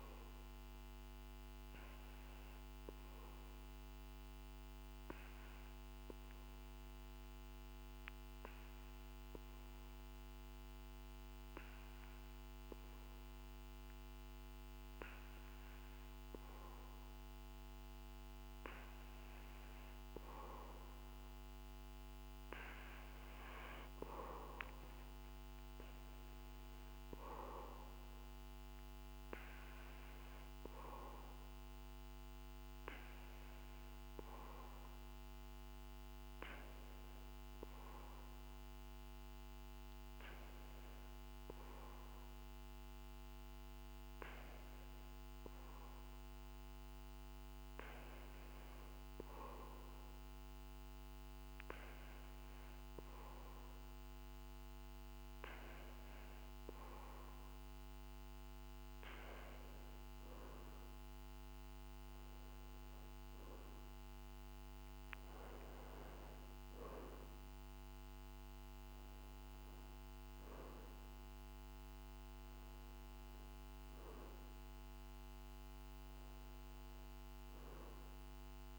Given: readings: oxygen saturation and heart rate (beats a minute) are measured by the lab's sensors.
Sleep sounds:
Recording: breathing in sleep by a microphone on the trachea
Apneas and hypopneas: 1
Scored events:
2.50-17.50 s: hypopnea (oxygen 95% before, 93% lowest, heart rate 53 before, 49 extreme, up 1 after)
23.50-27.50 s: arousal
From the record:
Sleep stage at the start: N2 (light sleep)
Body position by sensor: on the back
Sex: male

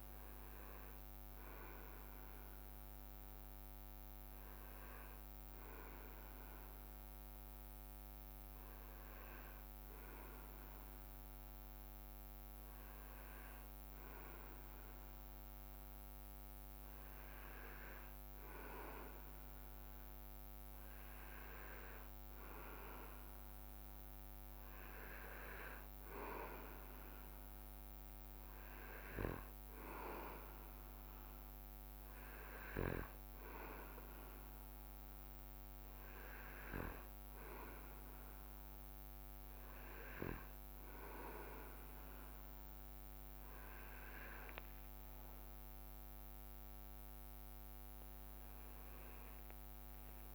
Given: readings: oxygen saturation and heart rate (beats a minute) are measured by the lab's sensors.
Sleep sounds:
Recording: breathing in sleep by a microphone on the trachea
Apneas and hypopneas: none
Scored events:
6.00-8.00 s: leg movement (device-marked)
44.00-46.50 s: leg movement (device-marked)
46.00-50.35 s: arousal
From the record:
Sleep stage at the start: N2 (light sleep)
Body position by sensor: on the back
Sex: male

